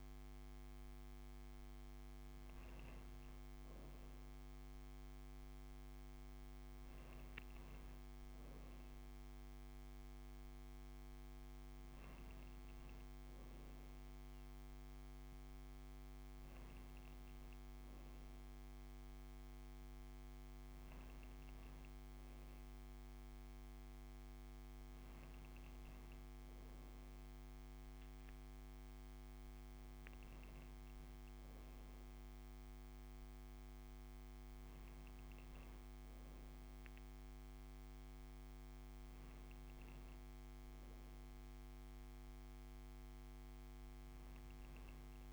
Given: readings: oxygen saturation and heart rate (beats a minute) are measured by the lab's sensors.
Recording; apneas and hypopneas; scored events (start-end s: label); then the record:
breathing in sleep, hard to hear, by a microphone on the trachea; none
none scored
From the record:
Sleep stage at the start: N2 (light sleep); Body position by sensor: upright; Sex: female